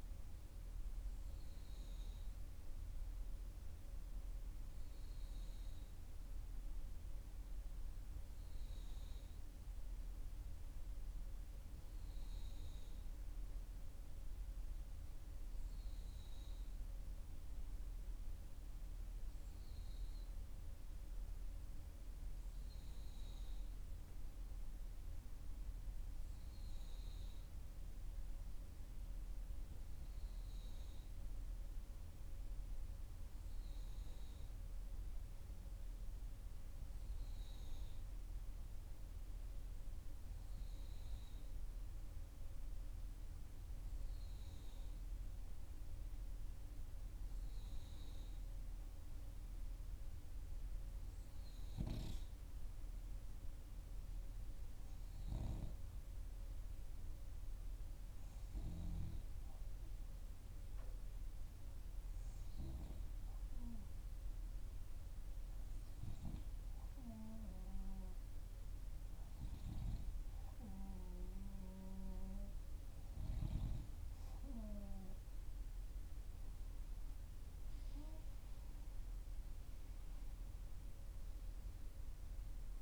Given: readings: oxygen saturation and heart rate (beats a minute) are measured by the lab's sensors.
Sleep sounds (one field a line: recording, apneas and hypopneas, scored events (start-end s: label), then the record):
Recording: breathing in sleep by a room microphone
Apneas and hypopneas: 1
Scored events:
55.00-68.00 s: hypopnea (oxygen 94% before, 93% lowest, heart rate 61 before, 60 extreme, up 1 after)
58.00-82.81 s: new sleep stage, N2 (light sleep)
74.50-79.00 s: arousal
From the record:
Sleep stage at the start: N3 (deep sleep)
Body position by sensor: on the back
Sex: female